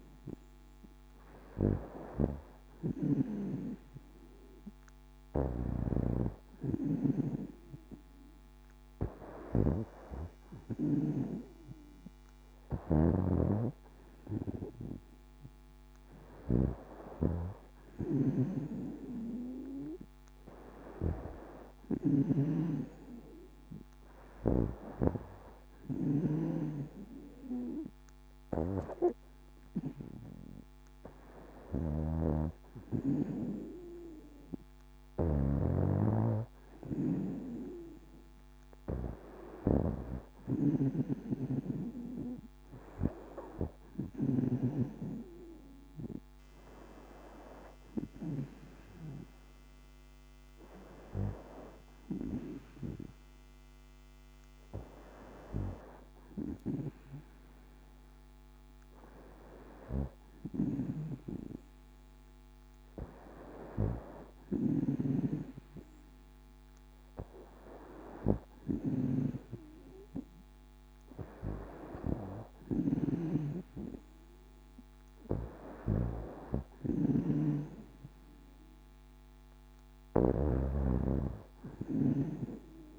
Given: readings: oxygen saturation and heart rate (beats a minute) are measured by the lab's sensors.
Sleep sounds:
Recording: breathing in sleep by a microphone on the trachea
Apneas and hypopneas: none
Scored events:
0.00-3.00 s: snoring (device-marked)
5.00-44.00 s: snoring (device-marked)
64.00-82.98 s: snoring (device-marked)
From the record:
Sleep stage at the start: N2 (light sleep)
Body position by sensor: on the back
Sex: female

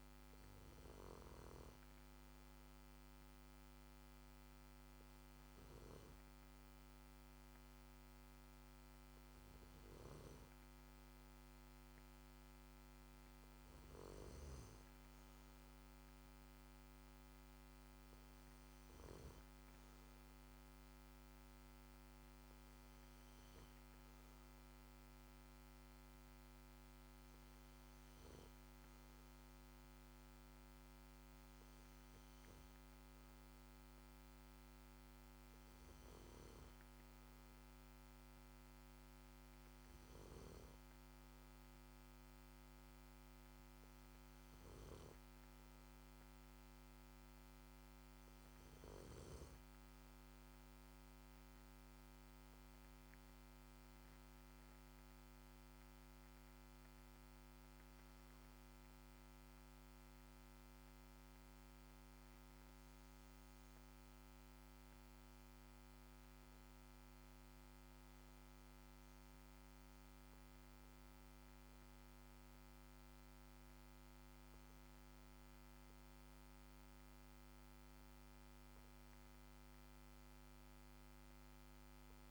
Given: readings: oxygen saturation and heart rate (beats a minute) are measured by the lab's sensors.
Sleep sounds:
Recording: breathing in sleep, hard to hear, by a microphone on the trachea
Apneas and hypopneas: none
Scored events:
none scored
From the record:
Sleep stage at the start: N2 (light sleep)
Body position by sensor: on the back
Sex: male

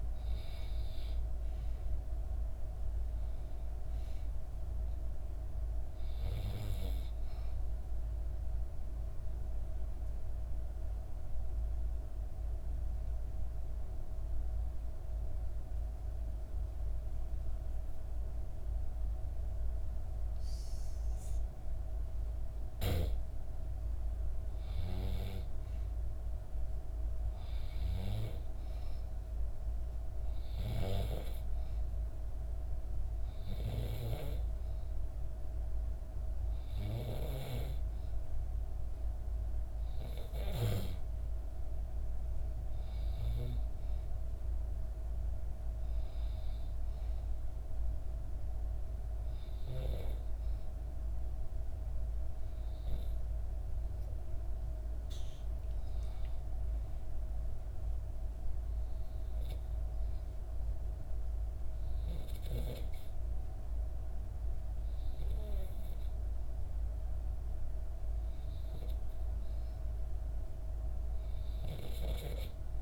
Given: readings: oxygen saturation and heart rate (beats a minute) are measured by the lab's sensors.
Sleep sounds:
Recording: breathing in sleep by a room microphone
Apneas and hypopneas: 2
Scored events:
0.00-3.00 s: arousal
7.50-21.50 s: obstructive apnea (oxygen 95% before, 91% lowest, heart rate 66 before, 63 extreme, up 4 after)
23.50-27.50 s: arousal
32.50-45.50 s: oxygen desaturation (device-marked, oxygen 95% before, 91% lowest, heart rate 65 before, 64 extreme)
57.50-68.50 s: hypopnea (oxygen 95% before, 92% lowest, heart rate 65 before, 63 extreme, up 1 after)
71.00-72.82 s: arousal
From the record:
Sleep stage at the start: N2 (light sleep)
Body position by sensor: on the back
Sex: female

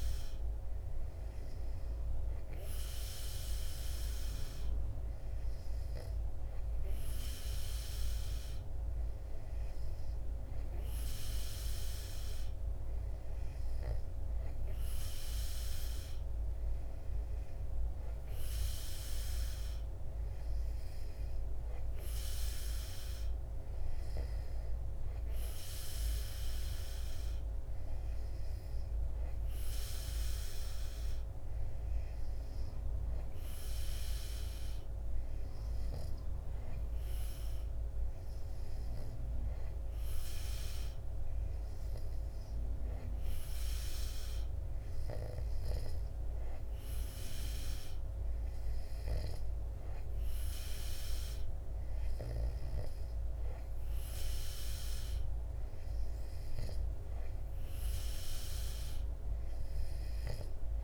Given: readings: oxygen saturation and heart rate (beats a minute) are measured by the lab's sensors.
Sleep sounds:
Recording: breathing in sleep, hard to hear, by a room microphone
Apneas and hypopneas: none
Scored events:
none scored
From the record:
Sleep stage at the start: N2 (light sleep)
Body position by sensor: on the back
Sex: male

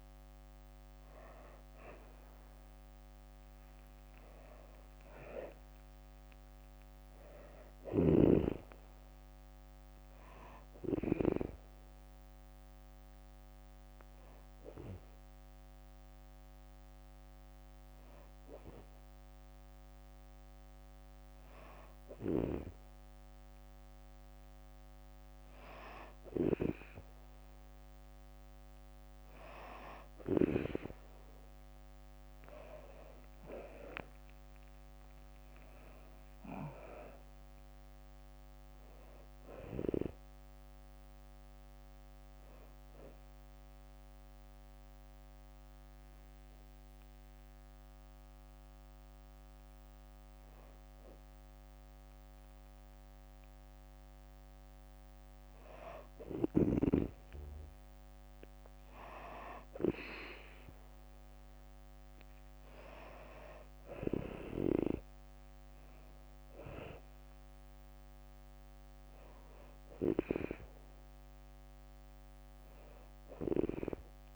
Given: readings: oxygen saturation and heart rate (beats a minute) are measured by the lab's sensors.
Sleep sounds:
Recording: breathing in sleep by a microphone on the trachea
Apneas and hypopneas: 2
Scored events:
3.50-18.50 s: drop in pulse transit time (device-marked, heart rate 65 before, 64 extreme)
7.50-10.00 s: arousal
7.50-11.00 s: snoring (device-marked)
12.00-23.00 s: hypopnea (oxygen 98% before, 93% lowest, heart rate 72 before, 62 extreme, up 1 after)
30.50-46.50 s: oxygen desaturation (device-marked, oxygen 97% before, 93% lowest, heart rate 67 before, 60 extreme)
32.50-35.50 s: arousal
35.50-46.50 s: drop in pulse transit time (device-marked, heart rate 65 before, 62 extreme)
36.50-38.50 s: long interval between heartbeats (device-marked, heart rate 66 before, 84 extreme)
43.50-53.50 s: hypopnea (oxygen 97% before, 92% lowest, heart rate 72 before, 60 extreme, up 6 after)
61.50-65.00 s: arousal
63.50-74.36 s: oxygen desaturation (device-marked, oxygen 96% before, 93% lowest, heart rate 63 before, 61 extreme)
From the record:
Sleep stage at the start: N2 (light sleep)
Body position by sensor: on the back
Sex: female

